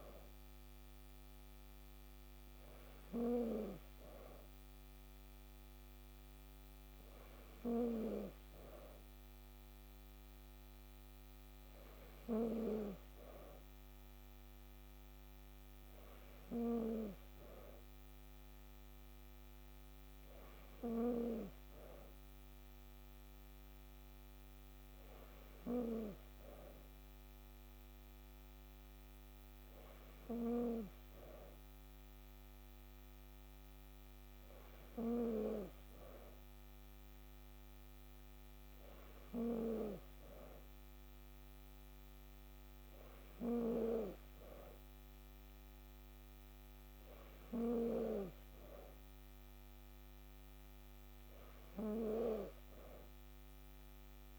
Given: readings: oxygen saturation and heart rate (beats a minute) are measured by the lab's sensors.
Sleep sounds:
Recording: breathing in sleep by a microphone on the trachea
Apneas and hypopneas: none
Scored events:
none scored
From the record:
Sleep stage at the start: N3 (deep sleep)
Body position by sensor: on the back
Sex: female

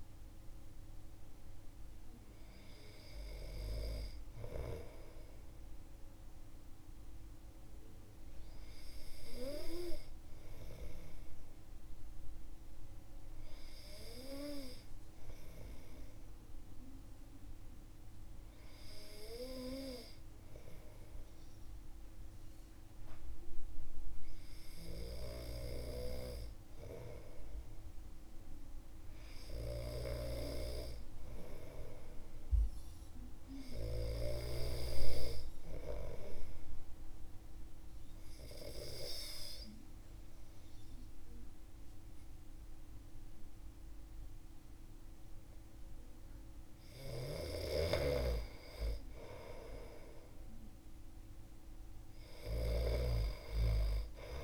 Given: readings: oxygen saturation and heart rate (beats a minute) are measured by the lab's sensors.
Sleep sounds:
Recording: breathing in sleep by a room microphone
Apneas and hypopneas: 1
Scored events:
36.50-46.50 s: obstructive apnea (oxygen 97% before, 93% lowest, heart rate 62 before, 57 extreme, up 0 after)
47.00-54.43 s: snoring (device-marked)
48.50-52.00 s: arousal
From the record:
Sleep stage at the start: N2 (light sleep)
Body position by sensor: on the back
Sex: male

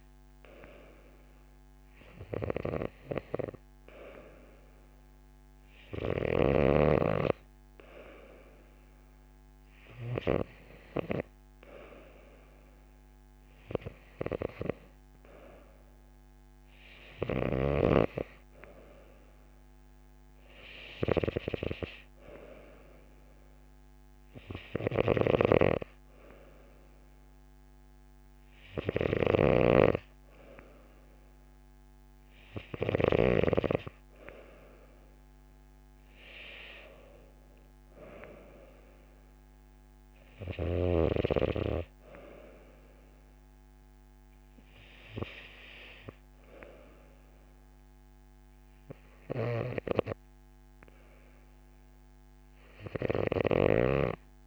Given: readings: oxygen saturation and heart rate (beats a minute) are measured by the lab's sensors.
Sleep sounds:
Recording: breathing in sleep by a microphone on the trachea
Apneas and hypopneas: none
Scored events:
none scored
From the record:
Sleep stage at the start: N2 (light sleep)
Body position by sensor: on the right side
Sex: female

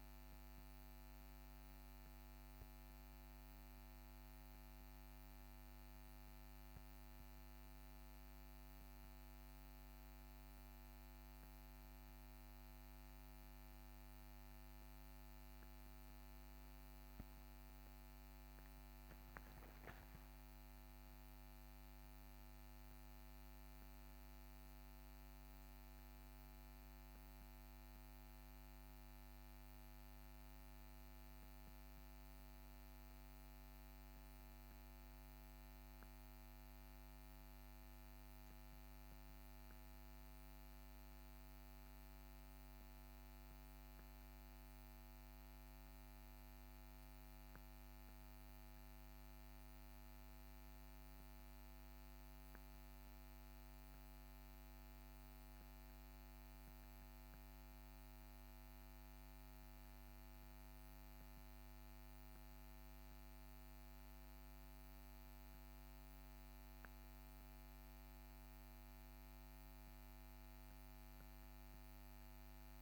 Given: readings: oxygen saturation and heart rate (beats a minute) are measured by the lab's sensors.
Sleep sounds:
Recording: a person awake in a sleep study, hard to hear, by a microphone on the trachea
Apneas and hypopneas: none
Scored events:
none scored
From the record:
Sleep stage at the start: awake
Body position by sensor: on the back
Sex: male

